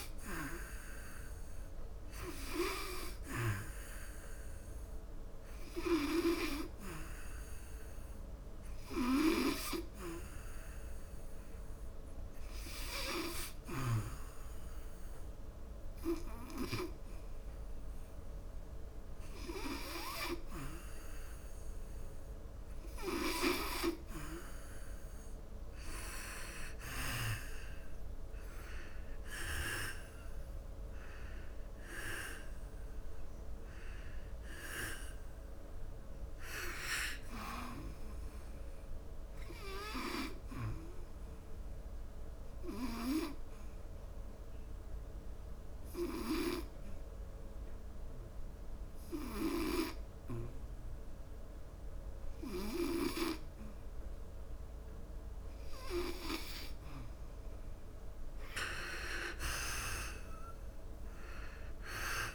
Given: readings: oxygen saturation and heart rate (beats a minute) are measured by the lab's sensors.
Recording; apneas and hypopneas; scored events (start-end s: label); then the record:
breathing in sleep by a room microphone; 2
0.00-9.50 s: oxygen desaturation (device-marked, oxygen 89% lowest, heart rate 73 extreme)
12.50-24.00 s: hypopnea (oxygen 95% before, 89% lowest, heart rate 76 before, 73 extreme, up 11 after)
26.00-30.00 s: arousal
41.00-56.00 s: obstructive apnea (oxygen 93% before, 89% lowest, heart rate 79 before, 75 extreme, up 6 after)
57.50-61.50 s: arousal
From the record:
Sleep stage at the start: N2 (light sleep); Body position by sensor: on the back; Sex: male